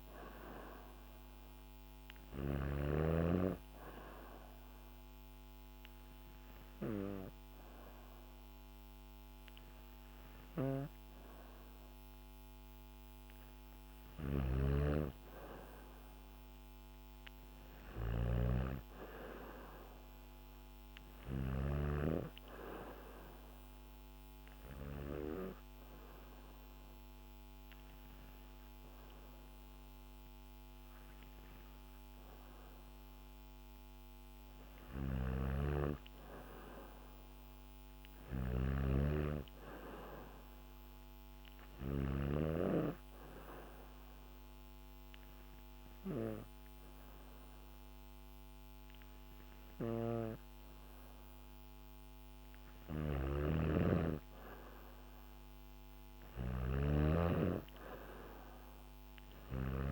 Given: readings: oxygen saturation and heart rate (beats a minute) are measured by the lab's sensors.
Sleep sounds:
breathing in sleep by a microphone on the trachea; 3
0.00-2.50 s: snoring (device-marked)
3.00-13.00 s: hypopnea (oxygen 95% before, 92% lowest, heart rate 73 before, 69 extreme, up 1 after)
13.50-21.00 s: snoring (device-marked)
17.00-20.50 s: arousal
23.00-33.50 s: hypopnea (oxygen 95% before, 92% lowest, heart rate 72 before, 68 extreme, up 1 after)
34.00-41.50 s: snoring (device-marked)
35.50-38.50 s: arousal
42.00-53.00 s: hypopnea (oxygen 95% before, 92% lowest, heart rate 71 before, 68 extreme, up 3 after)
46.50-59.92 s: new sleep stage, N3 (deep sleep)
49.00-59.92 s: snoring (device-marked)
55.50-59.00 s: arousal
From the record:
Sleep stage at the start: N2 (light sleep); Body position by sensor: on the back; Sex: female

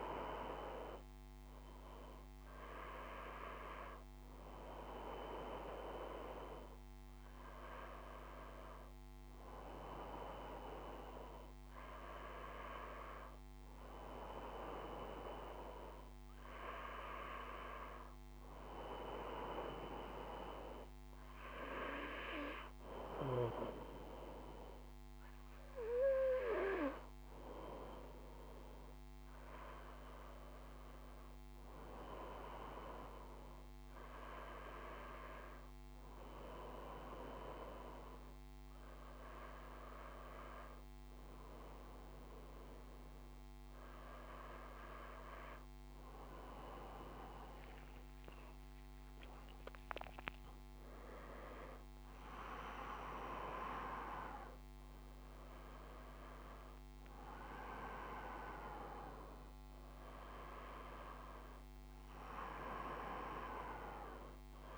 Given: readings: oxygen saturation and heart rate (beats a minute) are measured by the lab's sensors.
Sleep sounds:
breathing in sleep by a microphone on the trachea; none
46.50-50.00 s: arousal
From the record:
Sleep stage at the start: N1 (lightest sleep); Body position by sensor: on the back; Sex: male

